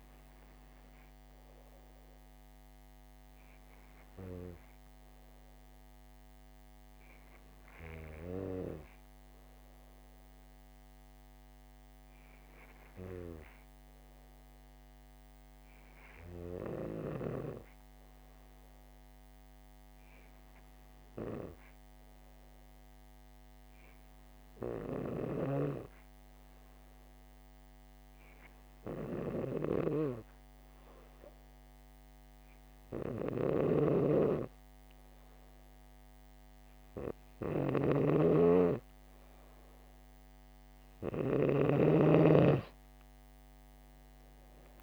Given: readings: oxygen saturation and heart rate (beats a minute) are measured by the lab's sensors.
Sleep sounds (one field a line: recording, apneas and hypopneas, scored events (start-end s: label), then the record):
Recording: breathing in sleep by a microphone on the trachea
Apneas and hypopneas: 1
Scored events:
4.50-39.50 s: hypopnea (oxygen 98% before, 94% lowest, heart rate 68 before, 63 extreme, up 9 after)
33.50-42.00 s: snoring (device-marked)
From the record:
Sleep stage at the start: N2 (light sleep)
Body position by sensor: on the back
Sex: female